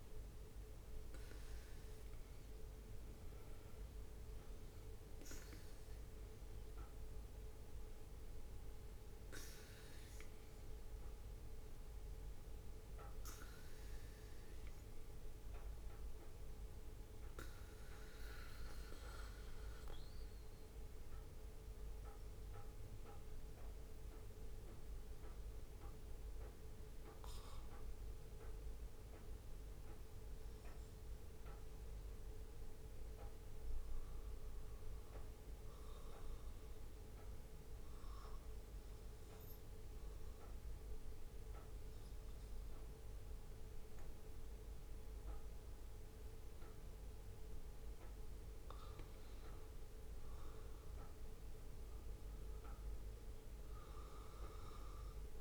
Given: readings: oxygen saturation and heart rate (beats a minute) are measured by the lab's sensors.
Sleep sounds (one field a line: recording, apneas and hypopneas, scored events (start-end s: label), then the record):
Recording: breathing in sleep, hard to hear, by a room microphone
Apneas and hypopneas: 1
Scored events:
0.00-3.50 s: arousal
18.50-45.50 s: obstructive apnea (oxygen 98% before, 89% lowest, heart rate 66 before, 64 extreme, up 5 after)
48.50-52.50 s: arousal
From the record:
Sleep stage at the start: N2 (light sleep)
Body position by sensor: on the back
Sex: male